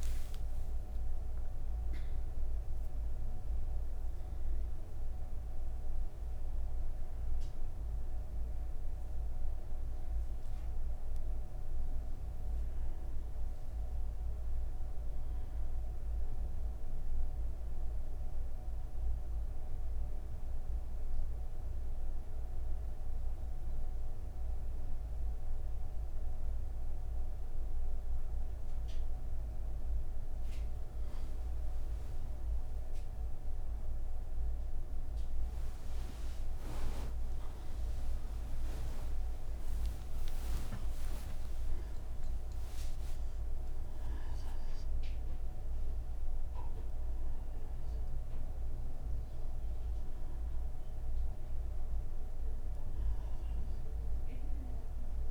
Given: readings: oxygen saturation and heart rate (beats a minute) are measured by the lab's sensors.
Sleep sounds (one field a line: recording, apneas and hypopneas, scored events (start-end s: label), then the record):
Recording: breathing in sleep, hard to hear, by a room microphone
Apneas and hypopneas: 1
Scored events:
0.00-8.50 s: oxygen desaturation (device-marked, oxygen 95% lowest)
10.50-36.50 s: oxygen desaturation (device-marked, oxygen 96% before, 91% lowest)
22.00-32.50 s: hypopnea (oxygen 98% before, 91% lowest)
From the record:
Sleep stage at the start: N3 (deep sleep)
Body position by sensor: on the back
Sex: female